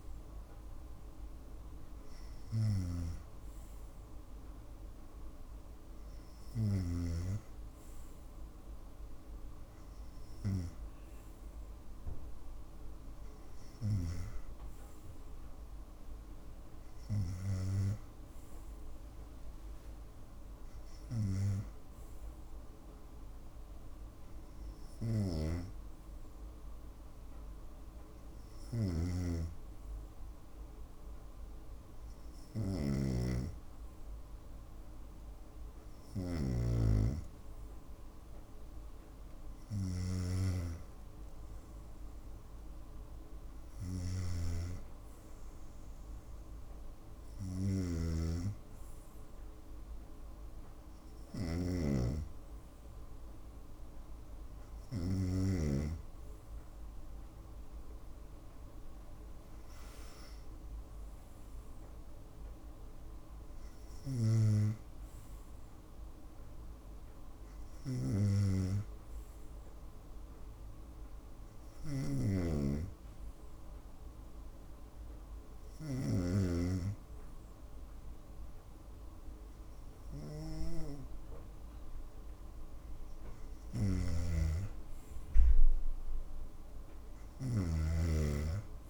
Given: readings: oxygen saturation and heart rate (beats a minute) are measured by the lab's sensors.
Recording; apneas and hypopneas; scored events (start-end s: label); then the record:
breathing in sleep by a room microphone; none
24.50-40.00 s: snoring (device-marked)
47.00-51.50 s: snoring (device-marked)
71.50-76.00 s: snoring (device-marked)
83.00-87.00 s: snoring (device-marked)
From the record:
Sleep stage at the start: N2 (light sleep); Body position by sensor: on the right side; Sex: female